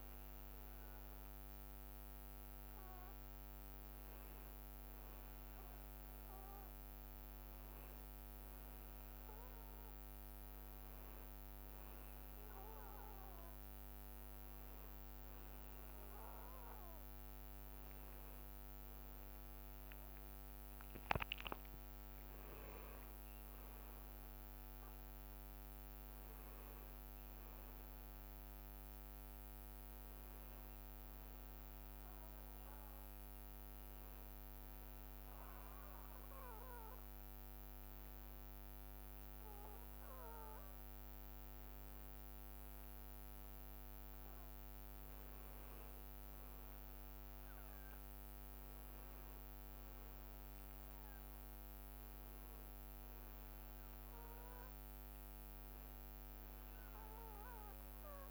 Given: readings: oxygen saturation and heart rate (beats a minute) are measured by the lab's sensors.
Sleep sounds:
breathing in sleep, hard to hear, by a microphone on the trachea; none
4.50-6.00 s: leg movement (device-marked)
8.50-14.00 s: leg movement (device-marked)
19.00-21.00 s: leg movement (device-marked)
21.50-27.00 s: arousal
27.00-36.00 s: leg movement (device-marked)
45.00-47.00 s: leg movement (device-marked)
47.50-48.50 s: leg movement (device-marked)
53.00-58.31 s: leg movement (device-marked)
From the record:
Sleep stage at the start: N2 (light sleep); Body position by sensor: on the back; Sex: male

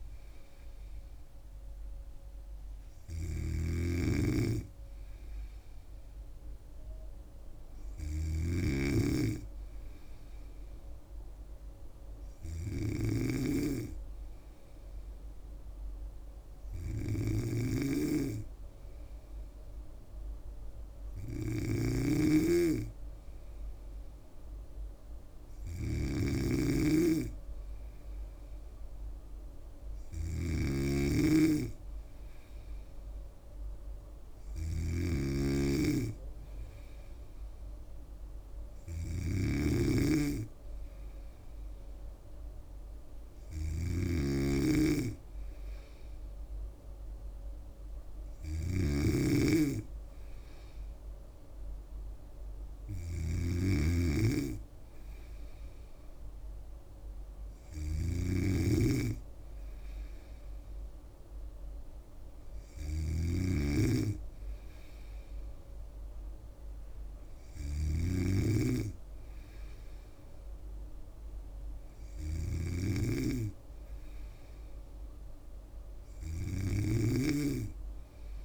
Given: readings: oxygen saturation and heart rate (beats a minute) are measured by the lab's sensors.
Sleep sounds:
breathing in sleep by a room microphone; none
0.00-78.45 s: snoring (device-marked)
From the record:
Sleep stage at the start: N2 (light sleep); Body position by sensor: on the back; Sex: female

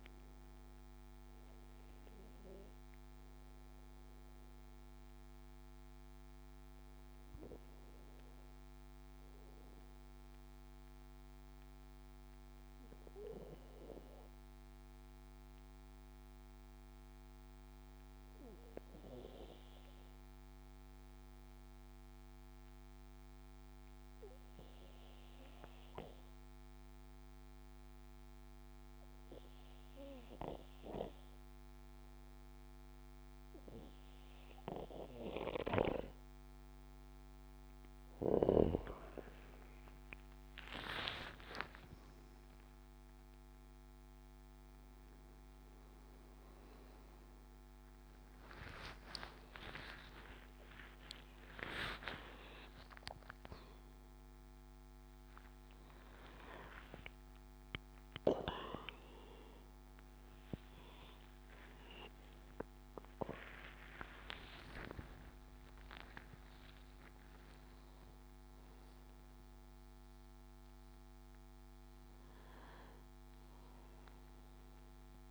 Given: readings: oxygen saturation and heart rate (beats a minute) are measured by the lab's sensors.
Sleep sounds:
a person partly awake in a sleep study, by a microphone on the trachea; 1
0.50-37.00 s: obstructive apnea (oxygen 98% before, 93% lowest, heart rate 73 before, 68 extreme, up 13 after)
34.00-62.00 s: oxygen desaturation (device-marked, oxygen 98% before, 93% lowest, heart rate 71 before, 82 extreme)
47.00-75.31 s: new sleep stage, awake
From the record:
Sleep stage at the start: N2 (light sleep); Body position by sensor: on the back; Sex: male

